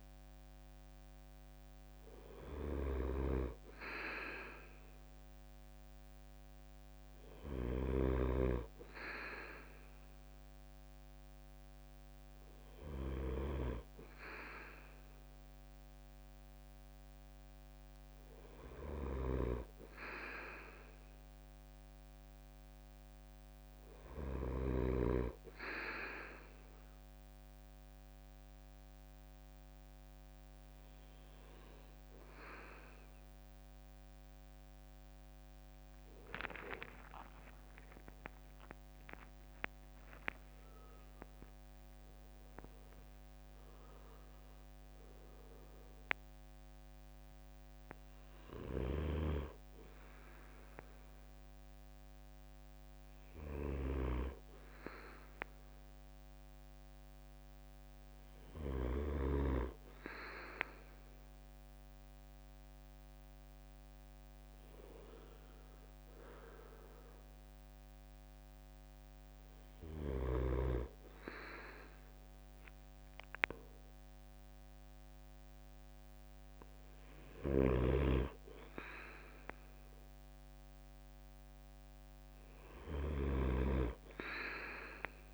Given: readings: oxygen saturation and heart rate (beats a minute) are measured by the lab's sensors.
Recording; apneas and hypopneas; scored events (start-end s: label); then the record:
breathing in sleep by a microphone on the trachea; none
0.00-24.50 s: snoring (device-marked)
36.50-40.50 s: arousal
40.00-53.00 s: drop in pulse transit time (device-marked, heart rate 69 before, 68 extreme)
48.50-59.00 s: snoring (device-marked)
77.00-85.34 s: snoring (device-marked)
From the record:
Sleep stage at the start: N2 (light sleep); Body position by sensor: on the right side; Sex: male